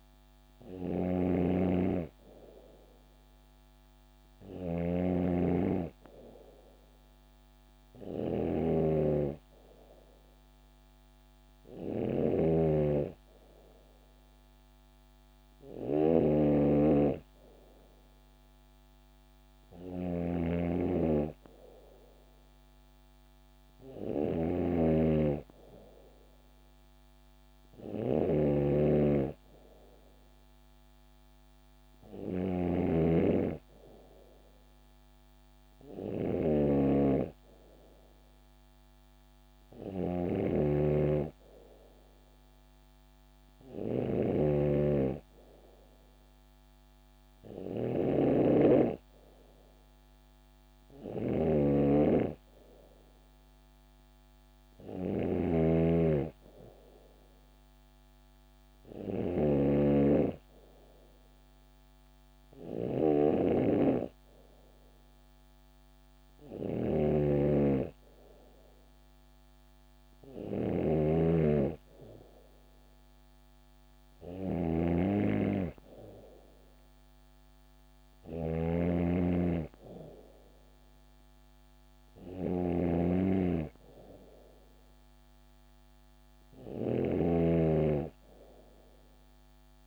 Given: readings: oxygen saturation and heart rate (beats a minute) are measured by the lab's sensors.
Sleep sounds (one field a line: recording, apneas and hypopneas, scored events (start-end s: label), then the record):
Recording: breathing in sleep by a microphone on the trachea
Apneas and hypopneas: none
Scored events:
0.00-89.87 s: snoring (device-marked)
From the record:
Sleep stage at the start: N2 (light sleep)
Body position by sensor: on the back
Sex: female